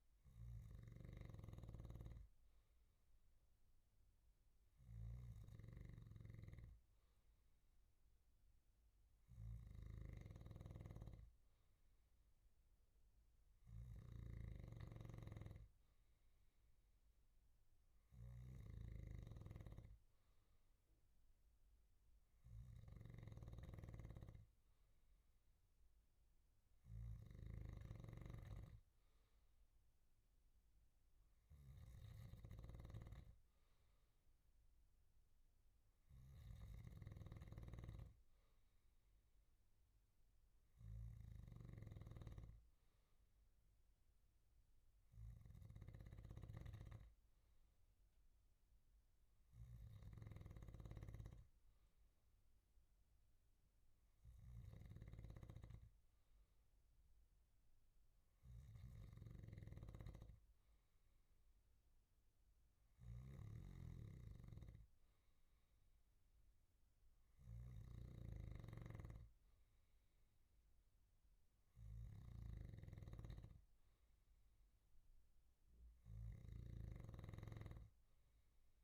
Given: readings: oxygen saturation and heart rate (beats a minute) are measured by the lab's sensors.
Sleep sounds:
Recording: breathing in sleep by a room microphone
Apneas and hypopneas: none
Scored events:
0.00-78.84 s: snoring (device-marked)
From the record:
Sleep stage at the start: N2 (light sleep)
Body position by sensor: on the back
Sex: male

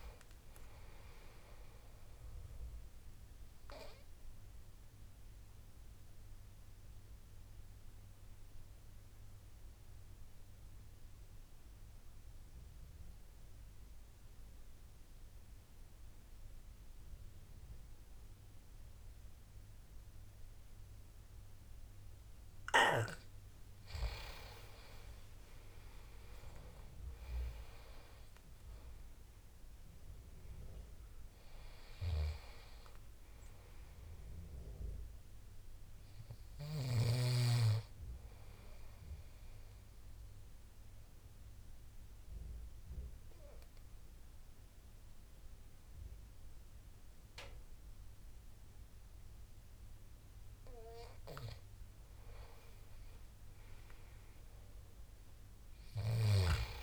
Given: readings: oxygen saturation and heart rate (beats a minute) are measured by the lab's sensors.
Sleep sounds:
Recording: breathing in sleep by a room microphone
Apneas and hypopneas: 2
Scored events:
3.50-24.00 s: obstructive apnea (oxygen 98% before, 84% lowest, heart rate 80 before, 68 extreme, up 37 after)
7.00-19.00 s: oxygen desaturation (device-marked, oxygen 95% before, 88% lowest, heart rate 83 before, 69 extreme)
27.00-31.50 s: arousal
30.00-52.00 s: oxygen desaturation (device-marked, oxygen 97% before, 84% lowest, heart rate 76 before, 71 extreme)
39.50-52.00 s: obstructive apnea (oxygen 97% before, 81% lowest, heart rate 85 before, 71 extreme, up 26 after)
55.00-56.83 s: arousal
From the record:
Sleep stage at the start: N2 (light sleep)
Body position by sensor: on the back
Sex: male

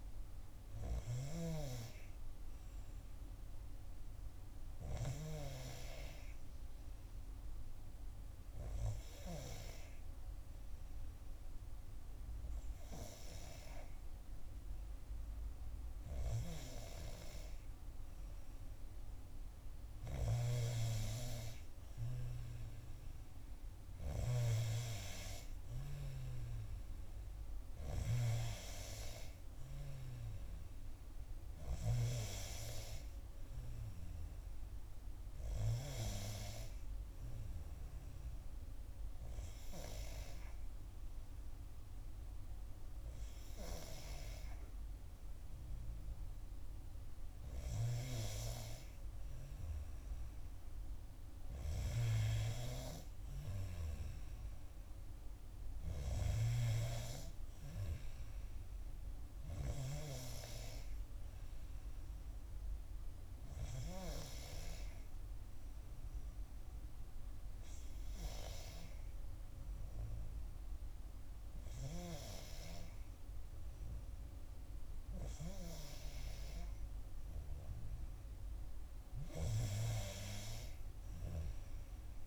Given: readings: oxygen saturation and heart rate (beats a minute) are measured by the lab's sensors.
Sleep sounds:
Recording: breathing in sleep by a room microphone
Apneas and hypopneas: 3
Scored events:
0.50-4.00 s: arousal
6.50-19.00 s: obstructive apnea (oxygen 93% before, 91% lowest, heart rate 59 before, 60 extreme, up 1 after)
22.00-26.50 s: arousal
37.50-47.50 s: obstructive apnea (oxygen 94% before, 91% lowest, heart rate 61 before, 59 extreme, up 1 after)
50.00-55.00 s: arousal
61.50-77.50 s: obstructive apnea (oxygen 94% before, 91% lowest, heart rate 60 before, 58 extreme, up 2 after)
From the record:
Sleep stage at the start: N2 (light sleep)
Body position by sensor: on the back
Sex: female

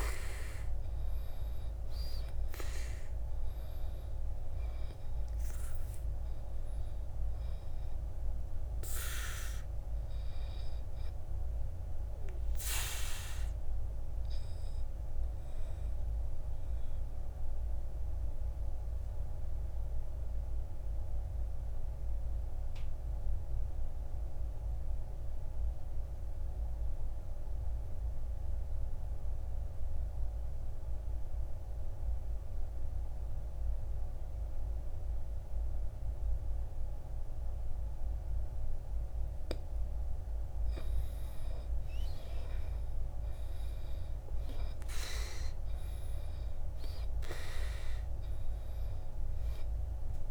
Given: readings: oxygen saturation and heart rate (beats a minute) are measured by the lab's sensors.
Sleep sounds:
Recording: breathing in sleep by a room microphone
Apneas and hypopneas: 1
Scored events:
0.00-24.00 s: oxygen desaturation (device-marked, oxygen 75% lowest, heart rate 55 extreme)
16.00-39.50 s: obstructive apnea (oxygen 98% before, 75% lowest, heart rate 68 before, 55 extreme, up 11 after)
41.50-46.50 s: arousal
44.00-50.31 s: oxygen desaturation (device-marked, oxygen 99% before, 79% lowest, heart rate 60 before, 50 extreme)
From the record:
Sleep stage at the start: N2 (light sleep)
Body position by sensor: on the back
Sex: male

